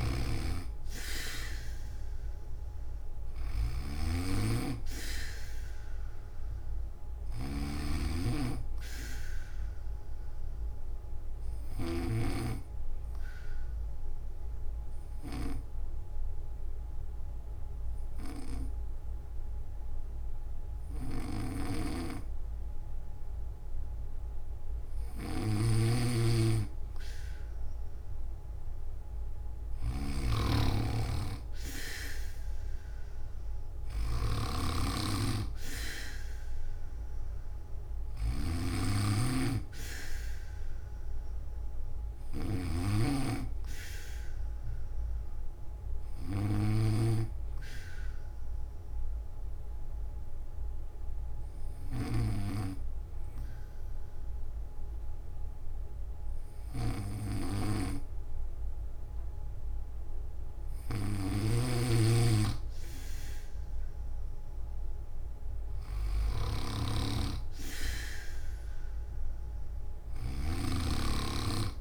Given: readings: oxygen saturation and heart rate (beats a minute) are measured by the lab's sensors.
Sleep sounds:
breathing in sleep by a room microphone; 2
0.00-12.00 s: snoring (device-marked)
8.00-26.00 s: oxygen desaturation (device-marked, oxygen 97% before, 92% lowest, heart rate 181 before, 157 extreme)
10.00-24.00 s: obstructive apnea (oxygen 97% before, 92% lowest, heart rate 179 before, 157 extreme, up 40 after)
21.00-52.00 s: snoring (device-marked)
34.00-58.00 s: oxygen desaturation (device-marked, oxygen 97% before, 92% lowest, heart rate 182 before, 154 extreme)
48.00-60.50 s: hypopnea (oxygen 97% before, 92% lowest)
49.00-71.81 s: new sleep stage, N1 (lightest sleep)
61.00-71.81 s: snoring (device-marked)
From the record:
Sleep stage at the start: N3 (deep sleep); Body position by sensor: on the back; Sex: male

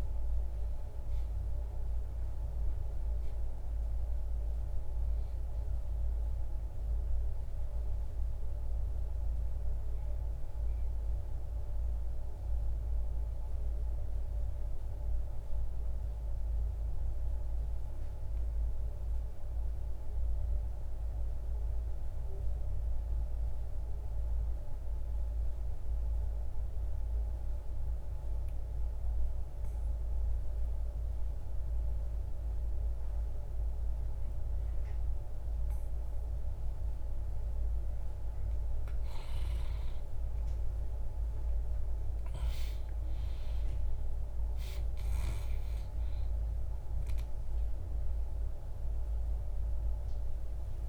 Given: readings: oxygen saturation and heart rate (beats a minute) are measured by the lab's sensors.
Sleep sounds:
breathing in sleep, hard to hear, by a room microphone; 1
0.00-23.50 s: oxygen desaturation (device-marked, oxygen 81% lowest, heart rate 43 extreme)
6.50-37.50 s: obstructive apnea (oxygen 97% before, 81% lowest, heart rate 77 before, 43 extreme, up 20 after)
39.00-43.50 s: arousal
46.50-50.88 s: oxygen desaturation (device-marked, oxygen 96% before, 82% lowest, heart rate 56 before, 45 extreme)
From the record:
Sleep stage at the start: N2 (light sleep); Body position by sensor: on the back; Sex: male

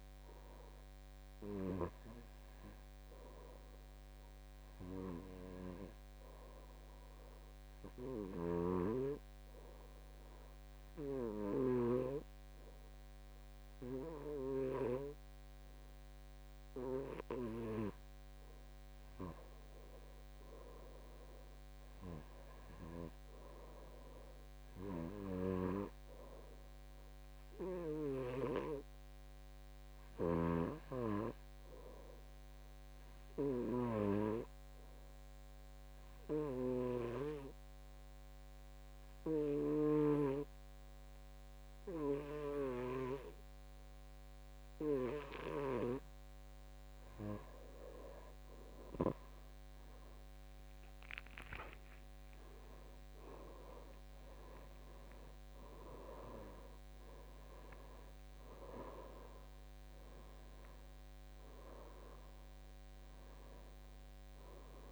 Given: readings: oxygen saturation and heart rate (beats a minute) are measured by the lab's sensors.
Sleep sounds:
breathing in sleep by a microphone on the trachea; 2
0.00-11.50 s: oxygen desaturation (device-marked, oxygen 93% lowest, heart rate 59 extreme)
8.00-19.00 s: obstructive apnea (oxygen 98% before, 86% lowest, heart rate 61 before, 59 extreme, up 4 after)
21.00-24.50 s: arousal
27.50-44.50 s: oxygen desaturation (device-marked, oxygen 95% before, 89% lowest, heart rate 60 before, 59 extreme)
35.50-46.50 s: obstructive apnea (oxygen 95% before, 86% lowest, heart rate 62 before, 57 extreme, up 7 after)
48.00-51.50 s: arousal
53.50-64.92 s: oxygen desaturation (device-marked, oxygen 94% before, 86% lowest, heart rate 62 before, 52 extreme)
From the record:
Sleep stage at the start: N2 (light sleep); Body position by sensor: on the back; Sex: male

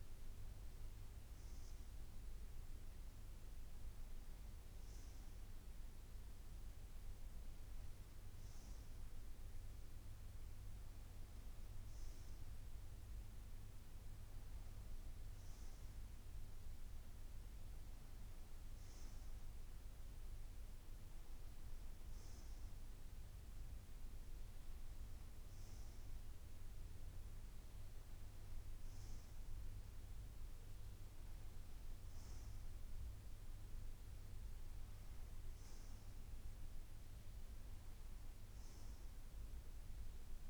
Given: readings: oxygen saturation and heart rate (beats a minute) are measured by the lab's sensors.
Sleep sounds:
a person partly awake in a sleep study, hard to hear, by a room microphone; none
15.00-40.50 s: new sleep stage, N1 (lightest sleep)
From the record:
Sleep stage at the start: awake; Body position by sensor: on the right side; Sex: female

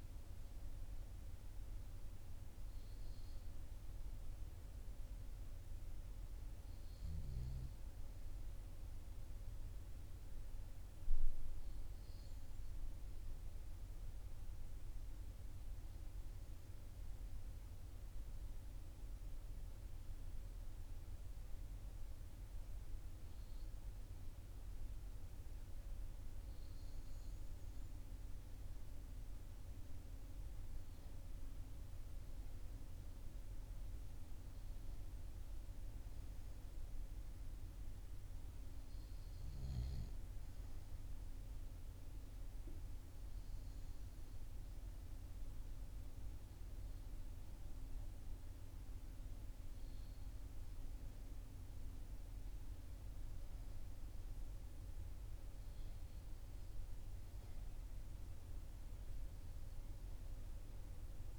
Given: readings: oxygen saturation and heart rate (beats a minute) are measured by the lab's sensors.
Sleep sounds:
breathing in sleep, hard to hear, by a room microphone; 1
4.50-8.00 s: arousal
12.00-33.00 s: hypopnea (oxygen 96% before, 90% lowest, heart rate 39 before, 39 extreme, up 1 after)
35.50-39.00 s: arousal
43.00-61.39 s: oxygen desaturation (device-marked, oxygen 98% before, 93% lowest, heart rate 40 before, 40 extreme)
From the record:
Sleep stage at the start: REM sleep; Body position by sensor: on the back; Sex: male

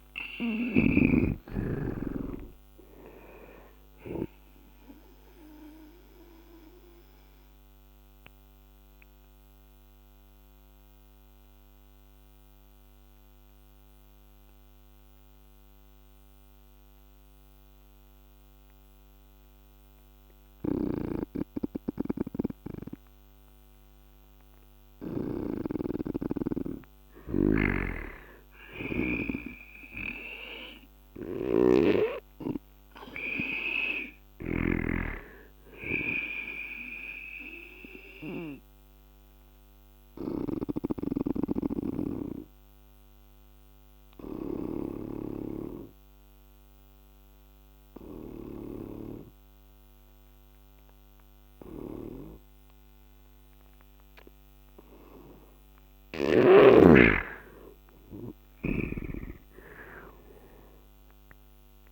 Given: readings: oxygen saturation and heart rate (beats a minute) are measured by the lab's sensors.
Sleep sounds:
breathing in sleep by a microphone on the trachea; 2
0.00-20.00 s: oxygen desaturation (device-marked, oxygen 87% lowest, heart rate 73 extreme)
6.00-21.00 s: obstructive apnea (oxygen 98% before, 87% lowest, heart rate 79 before, 73 extreme, up 1 after)
20.00-25.00 s: snoring (device-marked)
23.00-26.00 s: arousal
27.00-45.00 s: snoring (device-marked)
29.00-53.00 s: oxygen desaturation (device-marked, oxygen 99% before, 91% lowest, heart rate 75 before, 73 extreme)
36.00-56.00 s: obstructive apnea (oxygen 99% before, 86% lowest, heart rate 77 before, 73 extreme, up 11 after)
55.00-61.92 s: oxygen desaturation (device-marked, oxygen 97% before, 90% lowest, heart rate 77 before, 73 extreme)
57.50-61.92 s: arousal
58.50-61.92 s: snoring (device-marked)
From the record:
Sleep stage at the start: N2 (light sleep); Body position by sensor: on the right side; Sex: male

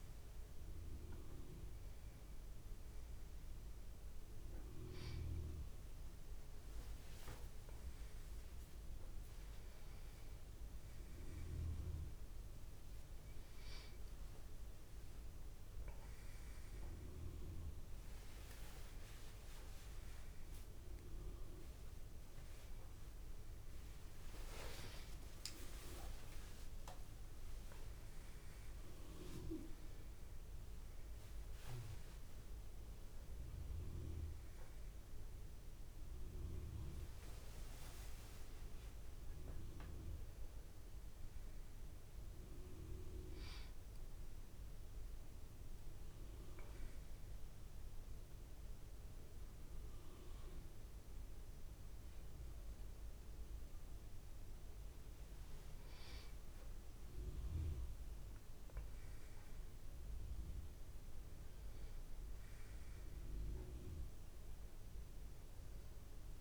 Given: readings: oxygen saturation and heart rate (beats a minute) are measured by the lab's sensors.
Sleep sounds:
a person awake in a sleep study, by a room microphone; none
25.00-30.00 s: tachycardia (device-marked, heart rate 33 before, 115 extreme)
64.00-66.41 s: new sleep stage, N1 (lightest sleep)
From the record:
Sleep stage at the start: awake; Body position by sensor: on the back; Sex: male

